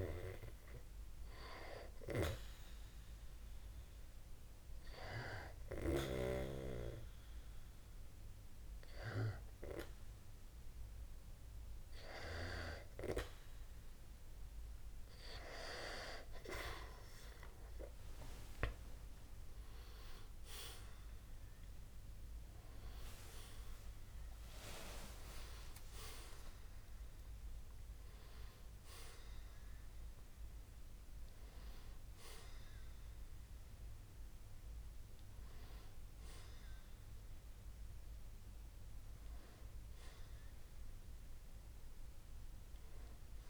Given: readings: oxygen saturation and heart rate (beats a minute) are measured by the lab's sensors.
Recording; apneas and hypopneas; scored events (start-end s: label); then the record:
breathing in sleep by a room microphone; 1
3.50-16.00 s: hypopnea (oxygen 95% before, 91% lowest, heart rate 67 before, 61 extreme, up 35 after)
19.50-25.00 s: arousal
25.50-43.50 s: new sleep stage, N1 (lightest sleep)
From the record:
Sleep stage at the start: N2 (light sleep); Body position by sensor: on the back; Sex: male